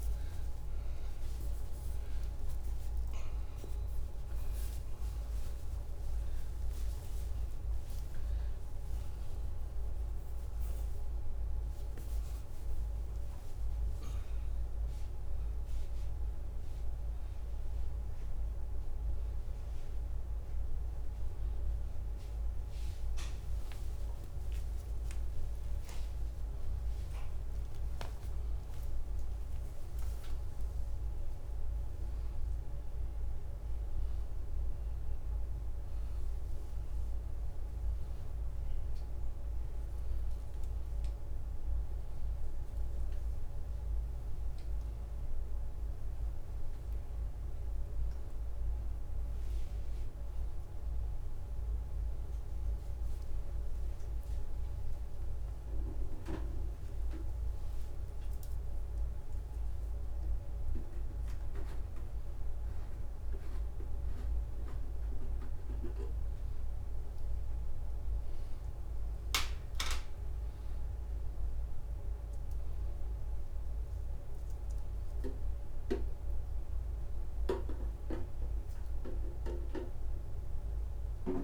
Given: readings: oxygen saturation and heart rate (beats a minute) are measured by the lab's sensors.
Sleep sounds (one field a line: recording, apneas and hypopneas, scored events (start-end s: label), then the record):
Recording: a person awake in a sleep study, hard to hear, by a room microphone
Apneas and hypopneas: none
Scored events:
0.00-32.00 s: tachycardia (device-marked, heart rate 83 before, 195 extreme)
0.50-2.50 s: long interval between heartbeats (device-marked, heart rate 116 before, 137 extreme)
2.00-3.00 s: drop in pulse transit time (device-marked, heart rate 119 before, 129 extreme)
4.50-6.50 s: long interval between heartbeats (device-marked, heart rate 120 before, 116 extreme)
6.50-8.50 s: long interval between heartbeats (device-marked, heart rate 122 before, 126 extreme)
10.50-12.50 s: long interval between heartbeats (device-marked, heart rate 127 before, 136 extreme)
14.00-16.00 s: long interval between heartbeats (device-marked, heart rate 132 before, 133 extreme)
15.00-27.00 s: drop in pulse transit time (device-marked, heart rate 133 before, 146 extreme)
17.50-19.50 s: long interval between heartbeats (device-marked, heart rate 134 before, 155 extreme)
19.50-21.50 s: long interval between heartbeats (device-marked, heart rate 136 before, 192 extreme)
25.50-27.50 s: long interval between heartbeats (device-marked, heart rate 153 before, 179 extreme)
29.50-31.50 s: long interval between heartbeats (device-marked, heart rate 164 before, 155 extreme)
35.00-41.00 s: tachycardia (device-marked, heart rate 89 before, 106 extreme)
38.00-40.00 s: long interval between heartbeats (device-marked, heart rate 158 before, 105 extreme)
79.00-81.43 s: tachycardia (device-marked, heart rate 91 before, 122 extreme)
From the record:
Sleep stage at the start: awake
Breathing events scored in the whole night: 252 in 4.2 hours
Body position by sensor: upright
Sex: male